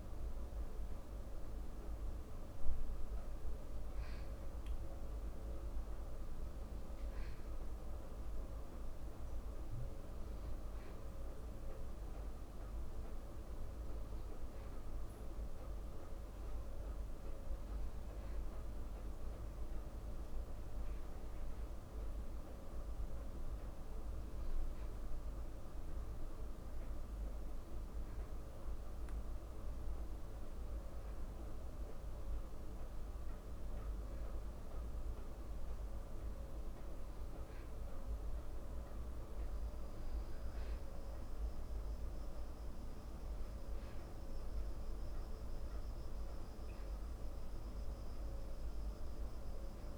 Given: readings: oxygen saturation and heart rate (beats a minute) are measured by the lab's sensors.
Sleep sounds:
a person partly awake in a sleep study, hard to hear, by a room microphone; none
19.00-49.00 s: new sleep stage, N1 (lightest sleep)
49.00-49.98 s: new sleep stage, N2 (light sleep)
From the record:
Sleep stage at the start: awake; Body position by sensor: on the back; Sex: male

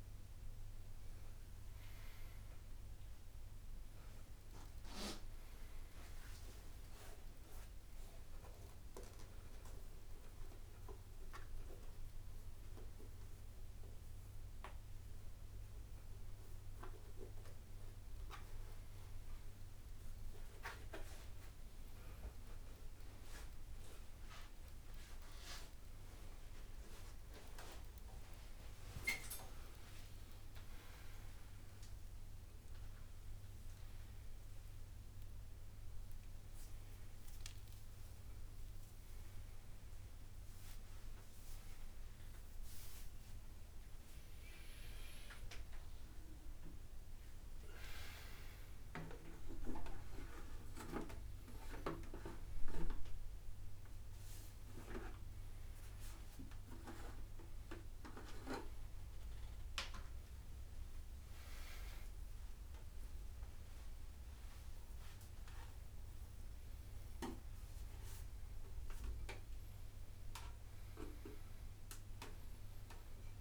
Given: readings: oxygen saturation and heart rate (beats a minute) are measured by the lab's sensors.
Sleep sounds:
a person awake in a sleep study, by a room microphone; none
0.00-4.50 s: tachycardia (device-marked, heart rate 111 extreme)
2.00-4.00 s: long interval between heartbeats (device-marked, heart rate 116 before, 102 extreme)
4.50-13.50 s: drop in pulse transit time (device-marked, heart rate 112 before, 93 extreme)
8.50-10.50 s: long interval between heartbeats (device-marked, heart rate 109 before, 97 extreme)
14.50-19.50 s: tachycardia (device-marked, heart rate 81 before, 104 extreme)
25.50-27.50 s: long interval between heartbeats (device-marked, heart rate 98 before, 93 extreme)
25.50-41.50 s: tachycardia (device-marked, heart rate 82 before, 152 extreme)
28.50-30.50 s: long interval between heartbeats (device-marked, heart rate 96 before, 118 extreme)
31.50-33.50 s: long interval between heartbeats (device-marked, heart rate 100 before, 132 extreme)
34.00-36.00 s: long interval between heartbeats (device-marked, heart rate 104 before, 132 extreme)
38.00-40.00 s: long interval between heartbeats (device-marked, heart rate 113 before, 147 extreme)
41.00-43.00 s: long interval between heartbeats (device-marked, heart rate 119 before, 143 extreme)
44.50-50.50 s: tachycardia (device-marked, heart rate 84 before, 107 extreme)
46.50-51.50 s: drop in pulse transit time (device-marked, heart rate 126 before, 93 extreme)
48.50-50.50 s: long interval between heartbeats (device-marked, heart rate 127 before, 106 extreme)
56.50-73.41 s: tachycardia (device-marked, heart rate 85 before, 140 extreme)
60.50-62.50 s: long interval between heartbeats (device-marked, heart rate 105 before, 109 extreme)
62.50-73.41 s: drop in pulse transit time (device-marked, heart rate 102 before, 110 extreme)
64.50-66.50 s: long interval between heartbeats (device-marked, heart rate 101 before, 120 extreme)
68.50-70.50 s: long interval between heartbeats (device-marked, heart rate 105 before, 129 extreme)
70.50-72.50 s: long interval between heartbeats (device-marked, heart rate 108 before, 137 extreme)
From the record:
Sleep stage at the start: awake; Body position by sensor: upright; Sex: male

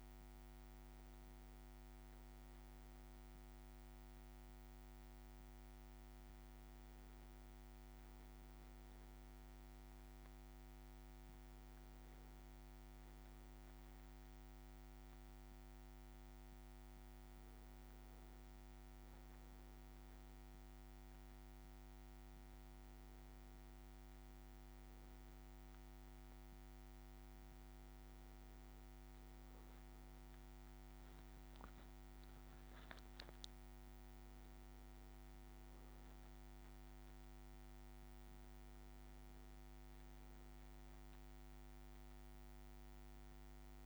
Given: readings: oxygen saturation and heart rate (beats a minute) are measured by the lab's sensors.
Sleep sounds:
breathing in sleep, hard to hear, by a microphone on the trachea; none
none scored
From the record:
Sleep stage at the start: N1 (lightest sleep); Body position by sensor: on the back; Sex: male

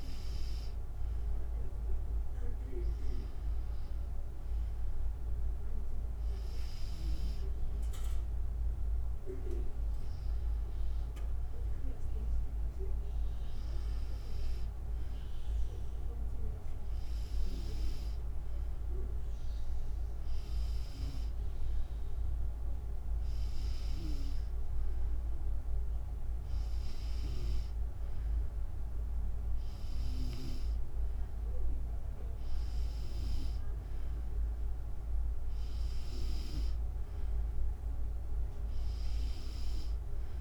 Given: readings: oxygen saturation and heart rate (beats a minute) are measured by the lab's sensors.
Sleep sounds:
breathing in sleep by a room microphone; none
none scored
From the record:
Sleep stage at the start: N2 (light sleep); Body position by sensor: on the back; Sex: female

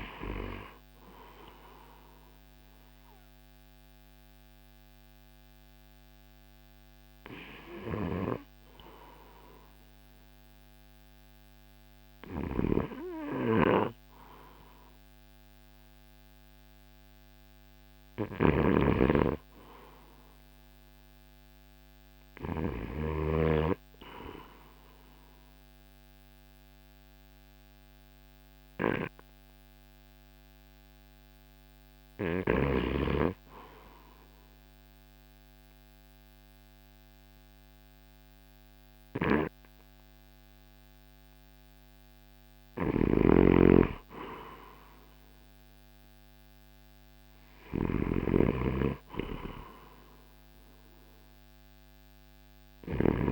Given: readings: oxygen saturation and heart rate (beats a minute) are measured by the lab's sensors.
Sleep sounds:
breathing in sleep by a microphone on the trachea; 1
0.00-2.50 s: arousal
5.50-40.00 s: hypopnea (oxygen 91% before, 87% lowest, heart rate 64 before, 54 extreme, up 4 after)
6.00-11.00 s: oxygen desaturation (device-marked, oxygen 91% before, 87% lowest, heart rate 63 before, 54 extreme)
13.00-23.00 s: snoring (device-marked)
13.00-53.32 s: new sleep stage, N2 (light sleep)
28.00-47.00 s: oxygen desaturation (device-marked, oxygen 98% before, 92% lowest, heart rate 56 before, 54 extreme)
42.50-53.00 s: snoring (device-marked)
45.00-49.50 s: arousal
From the record:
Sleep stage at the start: N1 (lightest sleep); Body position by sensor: on the right side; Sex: male

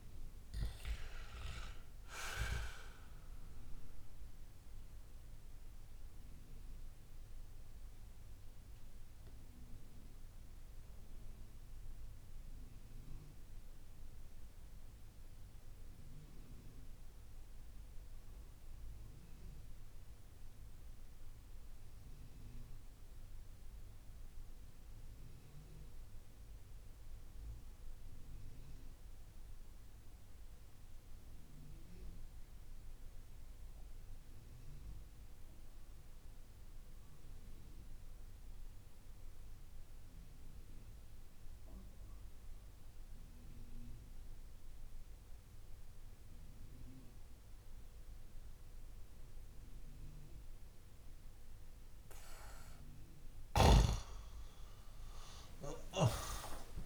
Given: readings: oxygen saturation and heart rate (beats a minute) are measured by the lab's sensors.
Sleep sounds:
breathing in sleep by a room microphone; 1
0.00-7.00 s: oxygen desaturation (device-marked, oxygen 92% lowest)
3.00-52.00 s: obstructive apnea (oxygen 98% before, 89% lowest)
42.00-56.86 s: oxygen desaturation (device-marked, oxygen 98% before, 91% lowest)
53.50-56.86 s: arousal
From the record:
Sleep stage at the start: N2 (light sleep); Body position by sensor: on the back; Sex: male

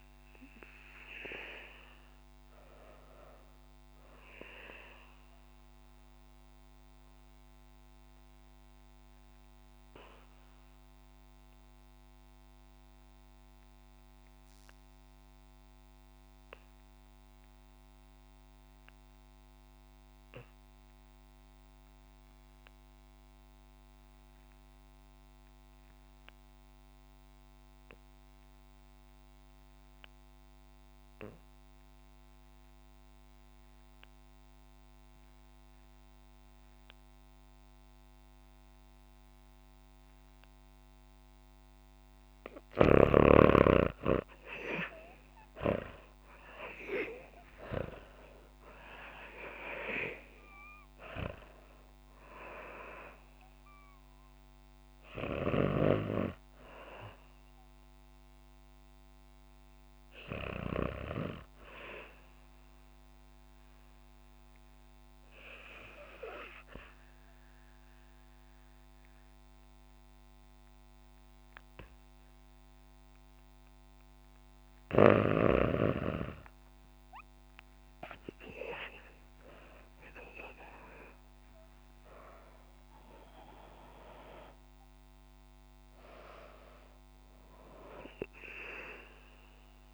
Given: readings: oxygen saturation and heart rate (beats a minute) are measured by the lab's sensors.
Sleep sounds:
breathing in sleep by a microphone on the trachea; 2
0.00-3.00 s: arousal
10.00-41.50 s: obstructive apnea (oxygen 98% before, 77% lowest, heart rate 66 before, 50 extreme, up 19 after)
22.50-73.50 s: oxygen desaturation (device-marked, oxygen 98% before, 77% lowest, heart rate 56 before, 50 extreme)
44.50-49.00 s: arousal
62.50-74.50 s: obstructive apnea (oxygen 92% before, 77% lowest, heart rate 64 before, 56 extreme, up 11 after)
77.00-82.00 s: arousal
From the record:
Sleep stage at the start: REM sleep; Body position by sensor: on the back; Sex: female

